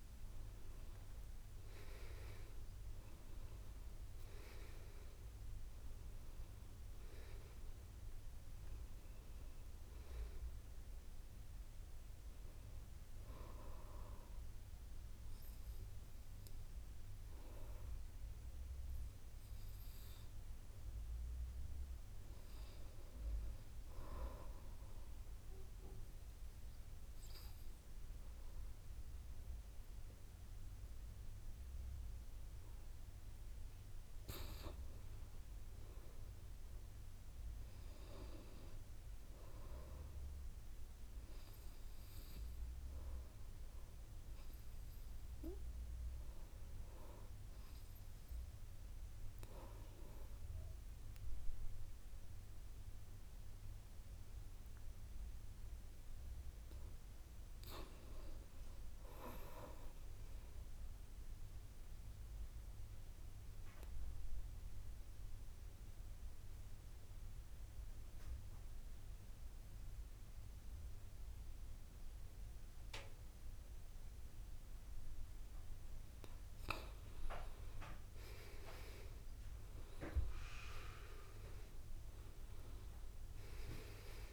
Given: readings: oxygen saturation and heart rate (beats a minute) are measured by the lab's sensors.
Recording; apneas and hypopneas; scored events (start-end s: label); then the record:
breathing in sleep by a room microphone; 3
0.00-26.00 s: oxygen desaturation (device-marked, oxygen 97% before, 88% lowest, heart rate 58 before, 54 extreme)
25.00-35.00 s: obstructive apnea (oxygen 96% before, 90% lowest, heart rate 59 before, 54 extreme, up 6 after)
36.50-40.00 s: arousal
43.50-55.00 s: obstructive apnea (oxygen 98% before, 86% lowest, heart rate 57 before, 56 extreme, up 5 after)
56.50-59.00 s: arousal
62.00-76.50 s: obstructive apnea (oxygen 98% before, 86% lowest, heart rate 58 before, 55 extreme, up 6 after)
74.00-82.00 s: oxygen desaturation (device-marked, oxygen 96% before, 91% lowest, heart rate 60 before, 54 extreme)
78.50-82.00 s: arousal
From the record:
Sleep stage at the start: N2 (light sleep); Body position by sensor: on the back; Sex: male